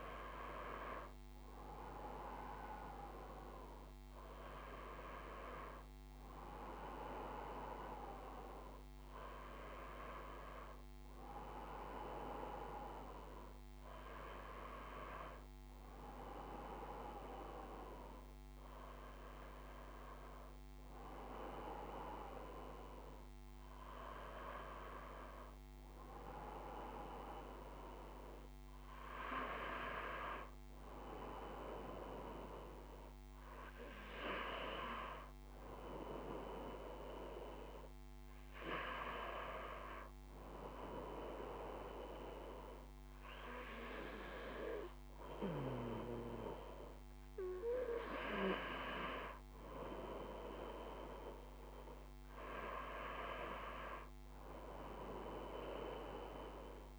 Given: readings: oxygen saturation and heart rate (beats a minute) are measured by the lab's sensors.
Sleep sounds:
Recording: breathing in sleep by a microphone on the trachea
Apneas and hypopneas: none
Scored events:
37.00-56.99 s: new sleep stage, N2 (light sleep)
From the record:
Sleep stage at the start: N1 (lightest sleep)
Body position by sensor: on the back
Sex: male

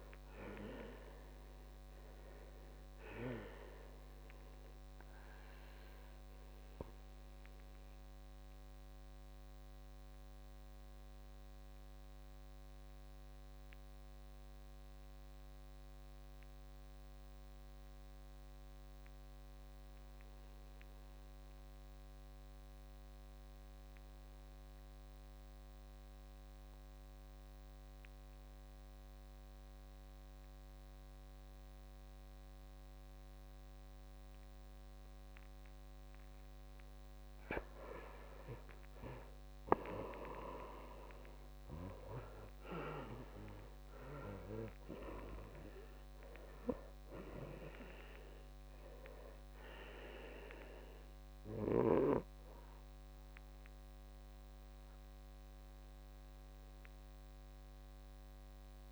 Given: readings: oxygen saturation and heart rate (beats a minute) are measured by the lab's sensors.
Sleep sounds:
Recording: breathing in sleep by a microphone on the trachea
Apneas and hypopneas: 1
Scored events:
0.00-10.50 s: oxygen desaturation (device-marked, oxygen 78% lowest, heart rate 56 extreme)
3.50-35.50 s: obstructive apnea (oxygen 97% before, 78% lowest, heart rate 68 before, 56 extreme, up 11 after)
27.50-58.92 s: oxygen desaturation (device-marked, oxygen 99% before, 79% lowest, heart rate 58 before, 56 extreme)
38.00-41.50 s: arousal
From the record:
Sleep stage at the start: N2 (light sleep)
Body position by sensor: on the back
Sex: male

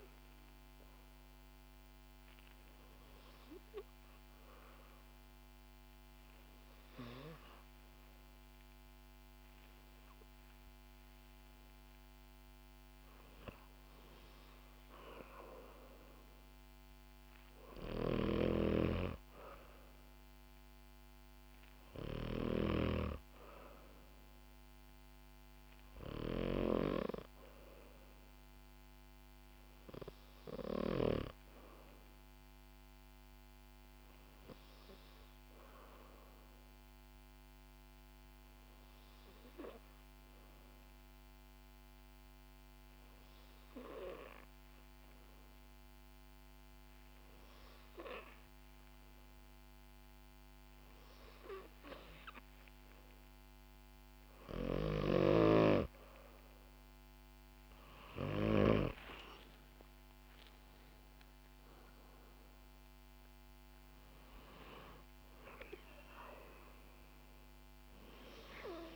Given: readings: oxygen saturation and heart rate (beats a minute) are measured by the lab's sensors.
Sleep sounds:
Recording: breathing in sleep by a microphone on the trachea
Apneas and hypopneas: 2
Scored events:
1.50-13.00 s: hypopnea (oxygen 97% before, 91% lowest, heart rate 72 before, 63 extreme, up 1 after)
16.50-22.50 s: arousal
37.00-54.00 s: hypopnea (oxygen 96% before, 91% lowest, heart rate 66 before, 61 extreme, up 5 after)
56.00-61.00 s: arousal
56.00-68.95 s: oxygen desaturation (device-marked, oxygen 94% before, 91% lowest, heart rate 64 before, 61 extreme)
From the record:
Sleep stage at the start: N2 (light sleep)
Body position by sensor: on the back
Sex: female

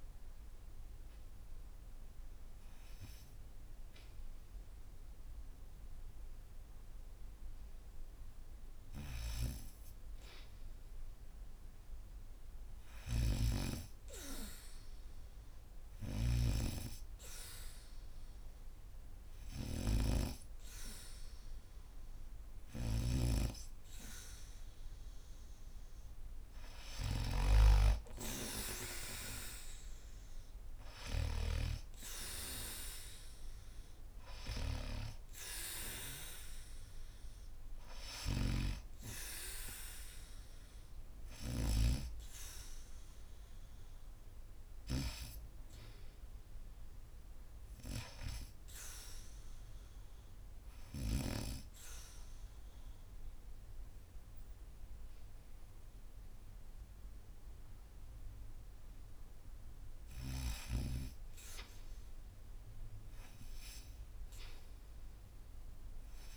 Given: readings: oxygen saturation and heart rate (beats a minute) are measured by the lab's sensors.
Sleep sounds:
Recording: breathing in sleep by a room microphone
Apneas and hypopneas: 2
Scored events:
0.00-2.00 s: arousal
0.00-4.00 s: oxygen desaturation (device-marked, oxygen 84% lowest, heart rate 72 extreme)
12.00-25.00 s: hypopnea (oxygen 91% before, 83% lowest, heart rate 73 before, 75 extreme, up 11 after)
12.50-41.50 s: snoring (device-marked)
20.00-33.00 s: oxygen desaturation (device-marked, oxygen 89% before, 83% lowest, heart rate 74 before, 78 extreme)
27.00-30.50 s: arousal
50.00-61.00 s: obstructive apnea (oxygen 98% before, 87% lowest, heart rate 84 before, 74 extreme)
63.00-66.00 s: arousal
From the record:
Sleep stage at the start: N2 (light sleep)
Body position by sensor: on the back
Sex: female

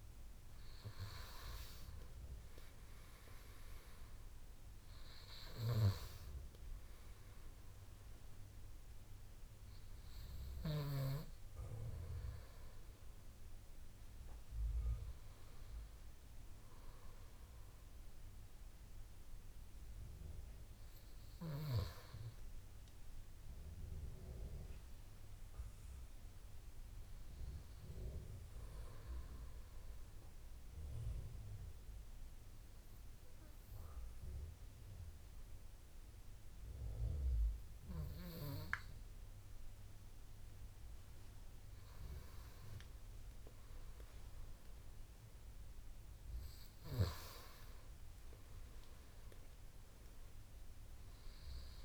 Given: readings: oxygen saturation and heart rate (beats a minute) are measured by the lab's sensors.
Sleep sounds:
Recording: breathing in sleep by a room microphone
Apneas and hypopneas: 1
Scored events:
0.00-19.50 s: oxygen desaturation (device-marked, oxygen 90% lowest, heart rate 66 extreme)
24.00-27.50 s: arousal
30.00-41.50 s: obstructive apnea (oxygen 98% before, 89% lowest, heart rate 77 before, 69 extreme, up 12 after)
43.50-46.50 s: arousal
48.50-51.85 s: oxygen desaturation (device-marked, oxygen 97% before, 93% lowest, heart rate 73 before, 69 extreme)
From the record:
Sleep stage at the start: N2 (light sleep)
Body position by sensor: on the right side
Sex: male

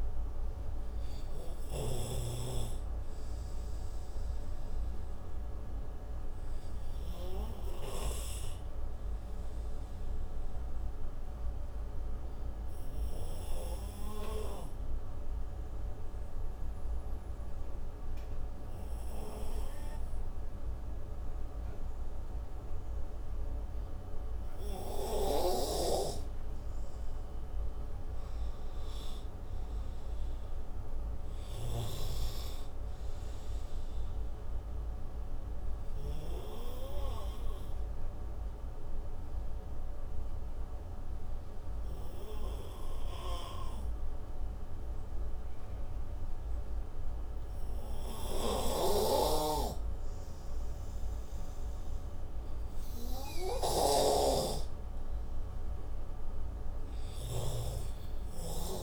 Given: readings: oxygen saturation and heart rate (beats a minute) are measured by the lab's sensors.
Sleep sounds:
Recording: breathing in sleep by a room microphone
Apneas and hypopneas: 2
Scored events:
4.00-24.00 s: obstructive apnea (oxygen 95% before, 88% lowest)
23.50-58.83 s: new sleep stage, N2 (light sleep)
25.50-51.50 s: oxygen desaturation (device-marked, oxygen 97% before, 88% lowest)
26.00-29.50 s: arousal
34.50-50.00 s: obstructive apnea (oxygen 97% before, 88% lowest)
53.50-56.50 s: arousal
54.50-58.83 s: snoring (device-marked)
From the record:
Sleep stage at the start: N3 (deep sleep)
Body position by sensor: on the right side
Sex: male

